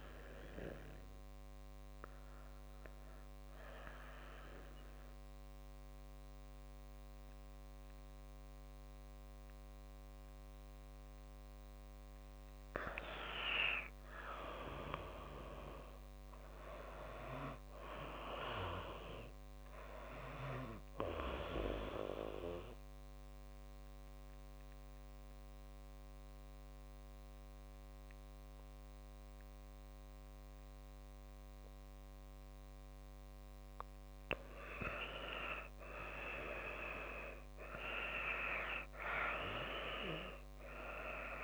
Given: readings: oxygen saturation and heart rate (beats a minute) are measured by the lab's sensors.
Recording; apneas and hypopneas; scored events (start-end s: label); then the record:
breathing in sleep by a microphone on the trachea; 2
3.00-13.00 s: obstructive apnea (oxygen 95% before, 87% lowest)
15.00-18.00 s: arousal
22.00-33.50 s: obstructive apnea (oxygen 94% before, 87% lowest)
23.00-39.00 s: oxygen desaturation (device-marked, oxygen 94% before, 88% lowest)
38.50-41.44 s: arousal
From the record:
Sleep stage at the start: N2 (light sleep); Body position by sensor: on the left side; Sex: female